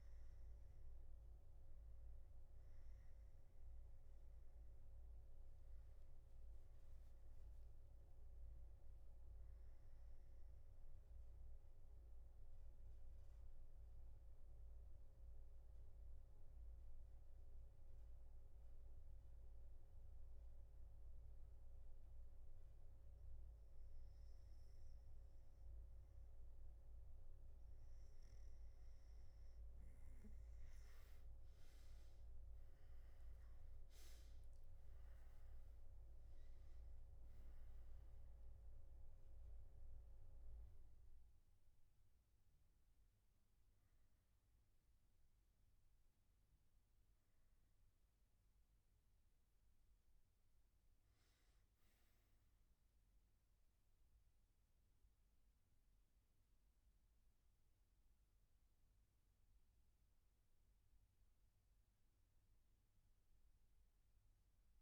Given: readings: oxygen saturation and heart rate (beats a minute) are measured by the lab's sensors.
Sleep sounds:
breathing in sleep, hard to hear, by a room microphone; none
32.00-53.00 s: oxygen desaturation (device-marked, oxygen 98% before, 93% lowest, heart rate 124 before, 115 extreme)
From the record:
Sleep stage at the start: N3 (deep sleep); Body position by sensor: on the back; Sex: male

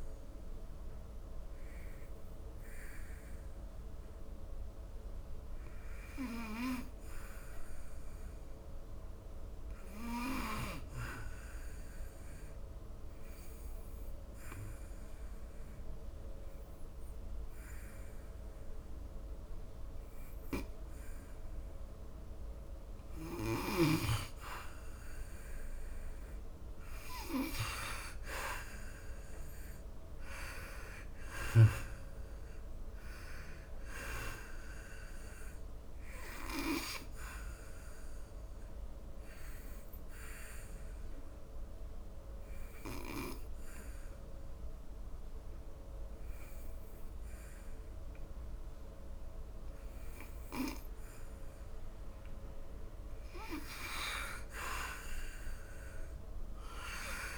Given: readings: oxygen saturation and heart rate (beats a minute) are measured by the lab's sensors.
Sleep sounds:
breathing in sleep by a room microphone; 2
0.00-15.50 s: oxygen desaturation (device-marked, oxygen 66% lowest, heart rate 55 extreme)
12.00-24.00 s: obstructive apnea (oxygen 84% before, 66% lowest, heart rate 82 before, 60 extreme, up 16 after)
20.50-56.50 s: oxygen desaturation (device-marked, oxygen 99% before, 81% lowest, heart rate 73 before, 59 extreme)
28.50-33.00 s: arousal
38.00-53.00 s: obstructive apnea (oxygen 99% before, 80% lowest, heart rate 69 before, 63 extreme, up 4 after)
54.50-57.38 s: arousal
From the record:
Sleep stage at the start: N2 (light sleep); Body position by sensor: on the back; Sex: male

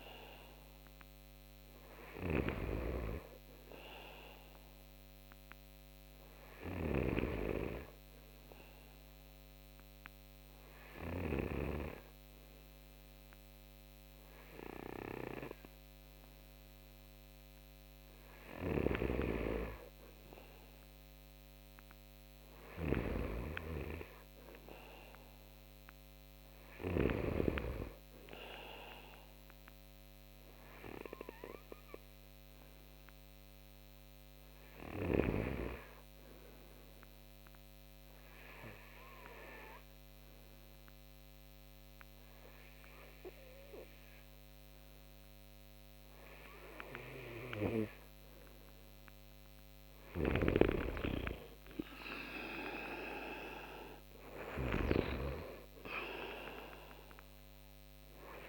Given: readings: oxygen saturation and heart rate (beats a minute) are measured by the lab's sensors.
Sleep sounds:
breathing in sleep by a microphone on the trachea; 2
0.00-11.00 s: snoring (device-marked)
4.00-15.00 s: oxygen desaturation (device-marked, oxygen 95% before, 91% lowest)
5.50-18.00 s: obstructive apnea (oxygen 95% before, 89% lowest)
18.00-26.50 s: snoring (device-marked)
21.00-25.50 s: arousal
35.00-48.00 s: obstructive apnea (oxygen 94% before, 89% lowest)
49.50-53.50 s: arousal
49.50-58.49 s: snoring (device-marked)
55.00-58.49 s: oxygen desaturation (device-marked, oxygen 94% before, 89% lowest)
From the record:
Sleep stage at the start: N2 (light sleep); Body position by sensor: on the right side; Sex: male

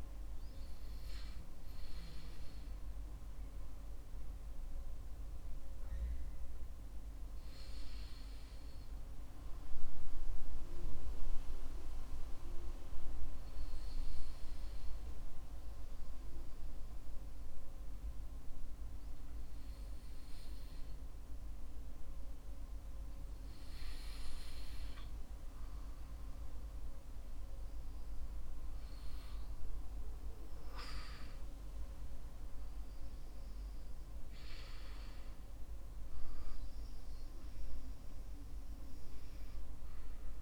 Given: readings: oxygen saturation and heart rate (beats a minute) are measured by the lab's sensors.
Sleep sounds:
breathing in sleep, hard to hear, by a room microphone; 1
2.00-25.00 s: hypopnea (oxygen 94% before, 92% lowest, heart rate 59 before, 54 extreme, up 2 after)
26.00-30.00 s: arousal
From the record:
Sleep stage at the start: N2 (light sleep); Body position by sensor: on the back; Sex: male

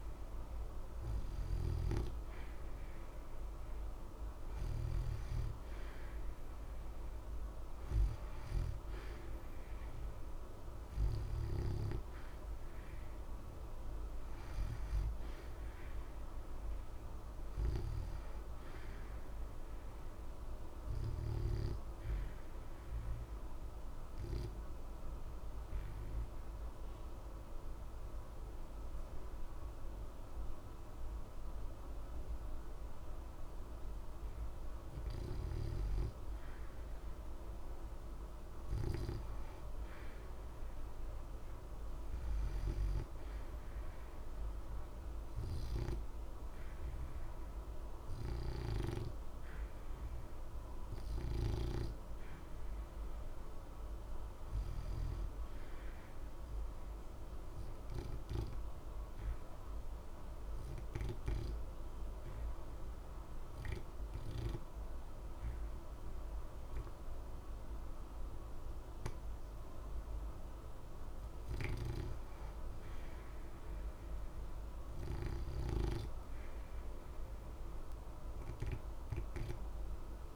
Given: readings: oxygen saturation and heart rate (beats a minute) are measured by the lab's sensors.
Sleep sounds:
breathing in sleep by a room microphone; 2
0.00-2.50 s: arousal
0.00-7.00 s: oxygen desaturation (device-marked, oxygen 85% lowest, heart rate 60 extreme)
12.00-47.00 s: oxygen desaturation (device-marked, oxygen 86% before, 82% lowest, heart rate 60 before, 60 extreme)
20.50-34.00 s: obstructive apnea (oxygen 88% before, 82% lowest, heart rate 60 before, 60 extreme, up 0 after)
36.50-40.00 s: arousal
56.50-70.50 s: obstructive apnea (oxygen 90% before, 83% lowest, heart rate 60 before, 60 extreme, up 0 after)
58.00-73.00 s: oxygen desaturation (device-marked, oxygen 90% before, 86% lowest, heart rate 60 before, 60 extreme)
73.50-78.00 s: arousal
From the record:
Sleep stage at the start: N2 (light sleep); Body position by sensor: on the back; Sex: male

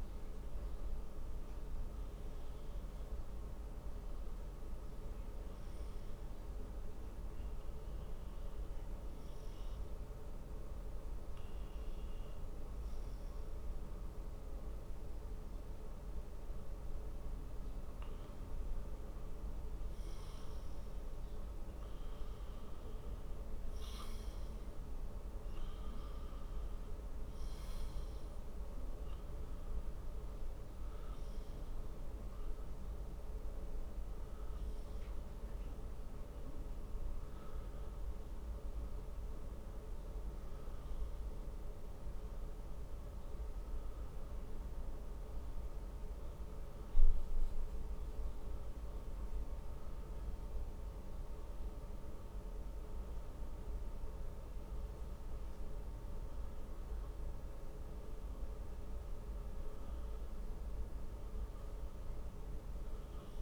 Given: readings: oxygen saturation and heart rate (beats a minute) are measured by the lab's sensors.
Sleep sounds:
breathing in sleep, hard to hear, by a room microphone; 1
0.00-2.50 s: arousal
11.50-22.00 s: hypopnea (oxygen 94% before, 94% lowest, heart rate 63 before, 56 extreme, up 2 after)
23.00-27.00 s: arousal
From the record:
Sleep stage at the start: N2 (light sleep); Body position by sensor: on the back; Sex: male

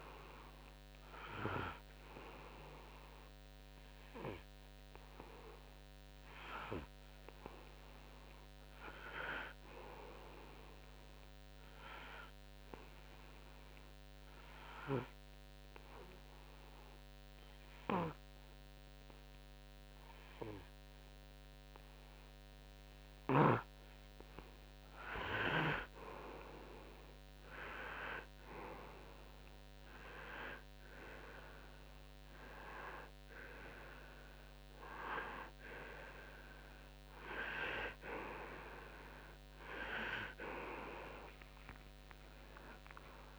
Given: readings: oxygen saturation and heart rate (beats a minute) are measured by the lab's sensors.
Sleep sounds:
breathing in sleep by a microphone on the trachea; 1
0.00-21.50 s: oxygen desaturation (device-marked, oxygen 92% lowest, heart rate 56 extreme)
11.50-24.50 s: obstructive apnea (oxygen 97% before, 92% lowest, heart rate 61 before, 56 extreme, up 7 after)
26.50-31.00 s: arousal
From the record:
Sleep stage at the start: N2 (light sleep); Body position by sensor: on the right side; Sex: male

